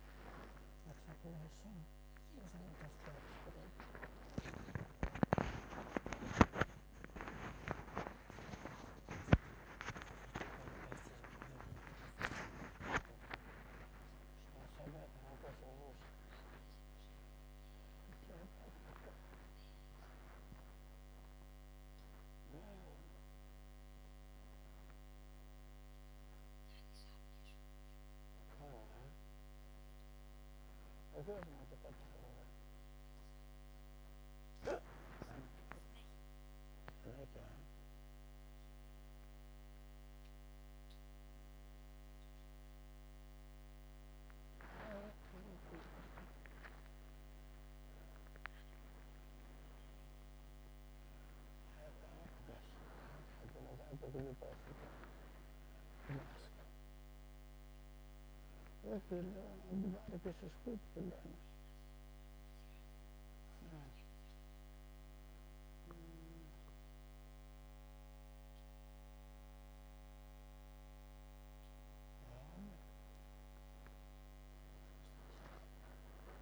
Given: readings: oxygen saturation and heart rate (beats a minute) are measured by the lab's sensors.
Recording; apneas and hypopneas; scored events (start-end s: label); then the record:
a person awake in a sleep study, by a microphone on the trachea; none
65.00-76.42 s: oxygen desaturation (device-marked, oxygen 93% before, 89% lowest, heart rate 133 before, 37 extreme)
From the record:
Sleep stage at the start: awake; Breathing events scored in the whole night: 317 in 4.7 hours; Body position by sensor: on the back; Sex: female